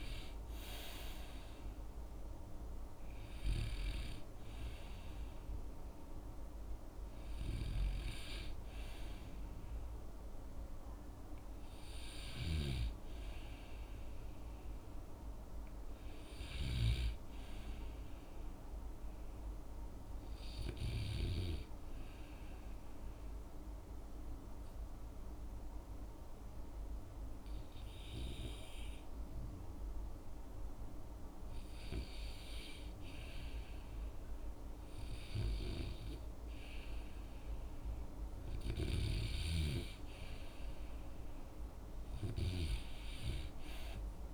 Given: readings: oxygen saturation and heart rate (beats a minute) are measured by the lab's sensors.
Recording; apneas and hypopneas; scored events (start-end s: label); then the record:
breathing in sleep by a room microphone; 1
0.00-22.00 s: oxygen desaturation (device-marked, oxygen 79% lowest, heart rate 59 extreme)
21.50-33.50 s: hypopnea (oxygen 95% before, 92% lowest, heart rate 66 before, 61 extreme)
38.50-42.50 s: arousal
42.00-44.34 s: oxygen desaturation (device-marked, oxygen 97% before, 93% lowest, heart rate 63 before, 57 extreme)
From the record:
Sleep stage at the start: REM sleep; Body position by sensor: on the back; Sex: male